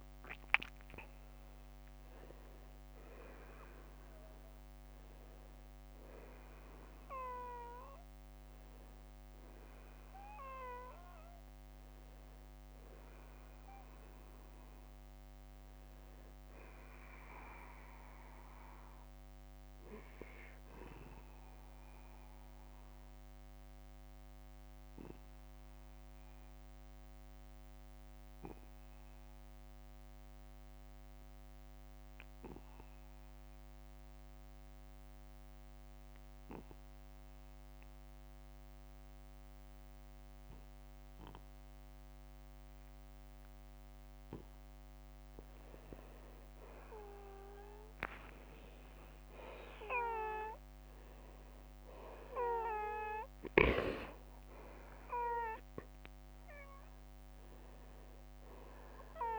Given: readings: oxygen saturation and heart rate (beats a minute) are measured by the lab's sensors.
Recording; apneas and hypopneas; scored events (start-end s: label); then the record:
breathing in sleep by a microphone on the trachea; 1
11.50-13.50 s: long interval between heartbeats (device-marked, heart rate 61 before, 59 extreme)
23.00-43.00 s: obstructive apnea (oxygen 93% before, 87% lowest, heart rate 63 before, 42 extreme, up 9 after)
48.00-53.00 s: arousal
54.50-59.39 s: oxygen desaturation (device-marked, oxygen 95% before, 90% lowest, heart rate 49 before, 55 extreme)
From the record:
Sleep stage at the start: N2 (light sleep); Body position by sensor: on the back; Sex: male